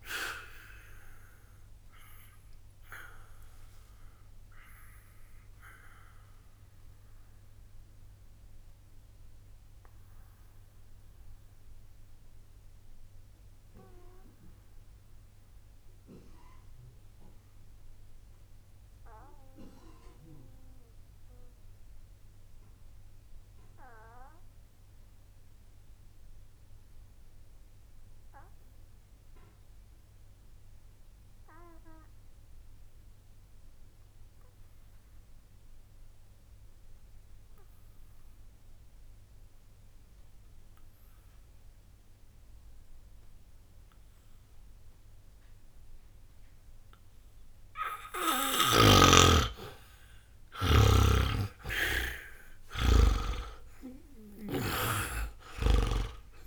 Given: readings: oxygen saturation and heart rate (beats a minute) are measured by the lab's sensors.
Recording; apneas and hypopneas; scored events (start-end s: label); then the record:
breathing in sleep by a room microphone; 1
0.00-26.00 s: oxygen desaturation (device-marked, oxygen 80% lowest, heart rate 60 extreme)
1.50-48.00 s: obstructive apnea (oxygen 99% before, 76% lowest, heart rate 60 before, 60 extreme, up 10 after)
38.00-56.47 s: oxygen desaturation (device-marked, oxygen 99% before, 76% lowest, heart rate 60 before, 59 extreme)
48.50-56.47 s: snoring (device-marked)
52.00-56.47 s: arousal
From the record:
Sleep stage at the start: N2 (light sleep); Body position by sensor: on the back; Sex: male